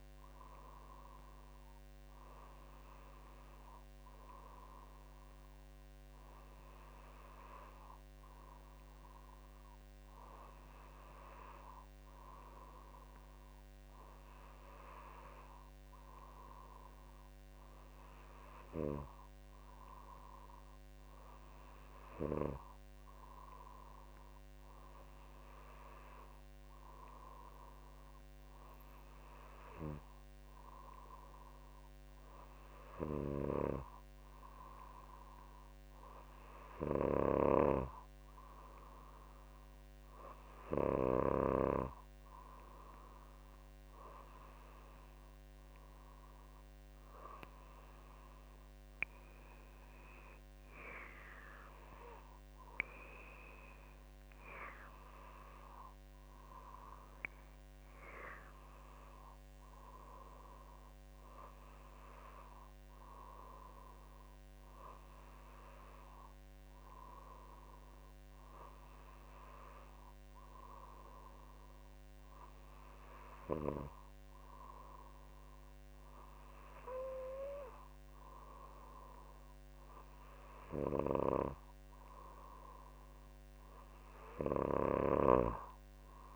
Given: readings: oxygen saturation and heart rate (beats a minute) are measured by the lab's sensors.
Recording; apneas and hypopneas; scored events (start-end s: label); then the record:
breathing in sleep by a microphone on the trachea; none
none scored
From the record:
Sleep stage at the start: N2 (light sleep); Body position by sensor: on the back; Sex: female